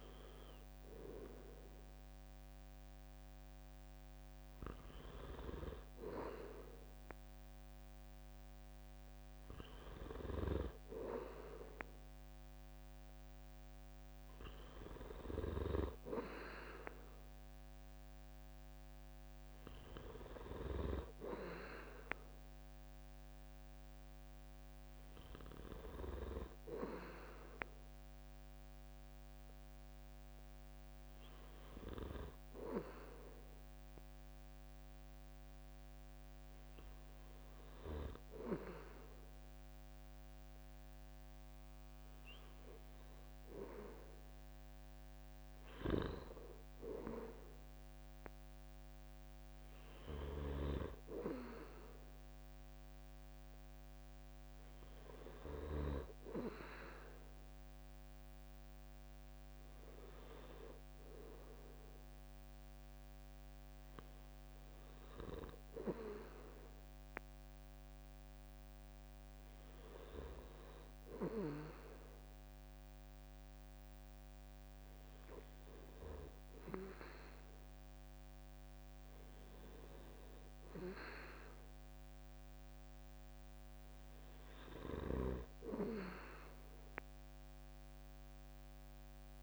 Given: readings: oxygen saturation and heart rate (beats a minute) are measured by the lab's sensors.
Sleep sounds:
breathing in sleep by a microphone on the trachea; none
none scored
From the record:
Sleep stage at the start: N2 (light sleep); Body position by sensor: on the right side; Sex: male

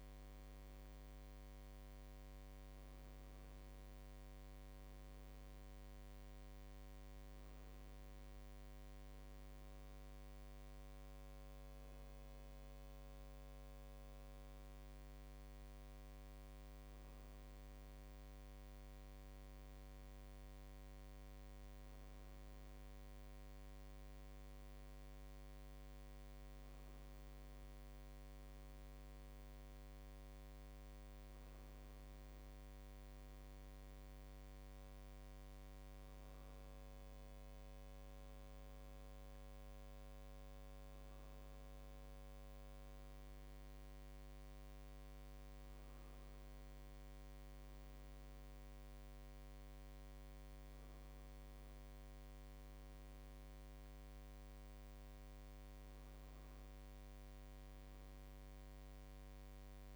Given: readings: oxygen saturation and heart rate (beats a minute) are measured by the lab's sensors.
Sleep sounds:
a person awake in a sleep study, hard to hear, by a microphone on the trachea; none
none scored
From the record:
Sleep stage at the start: awake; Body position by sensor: on the right side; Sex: male

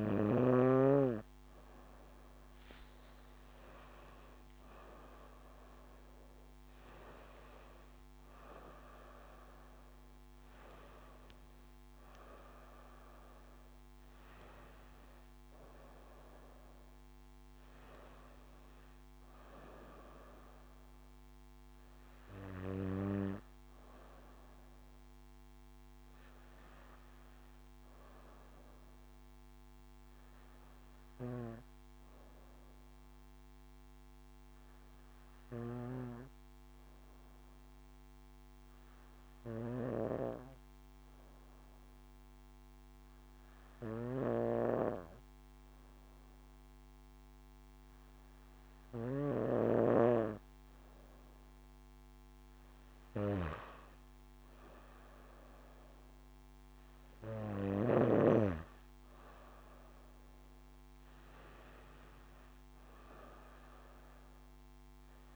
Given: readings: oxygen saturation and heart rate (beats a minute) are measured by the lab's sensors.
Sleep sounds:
breathing in sleep by a microphone on the trachea; 1
3.00-7.50 s: arousal
31.00-50.50 s: obstructive apnea (oxygen 98% before, 94% lowest, heart rate 66 before, 58 extreme, up 8 after)
44.00-50.00 s: snoring (device-marked)
52.00-55.50 s: arousal
54.50-65.36 s: oxygen desaturation (device-marked, oxygen 98% before, 94% lowest, heart rate 60 before, 57 extreme)
From the record:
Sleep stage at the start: N2 (light sleep); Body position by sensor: on the back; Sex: female

